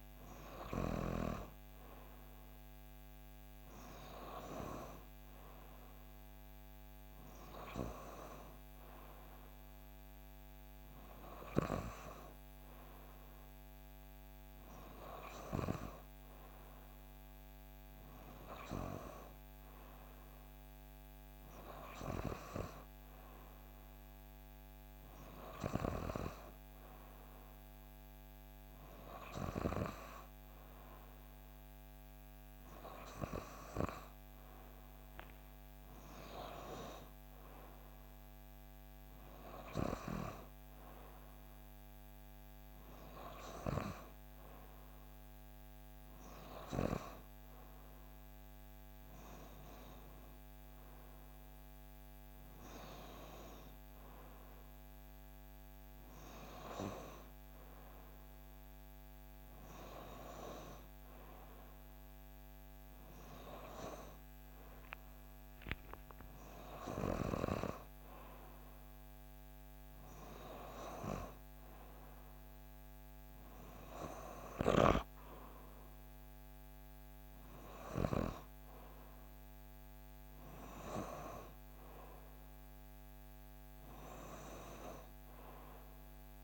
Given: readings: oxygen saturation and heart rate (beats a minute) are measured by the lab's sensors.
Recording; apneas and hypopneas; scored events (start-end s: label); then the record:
breathing in sleep by a microphone on the trachea; none
none scored
From the record:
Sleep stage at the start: N2 (light sleep); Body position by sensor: on the back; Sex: female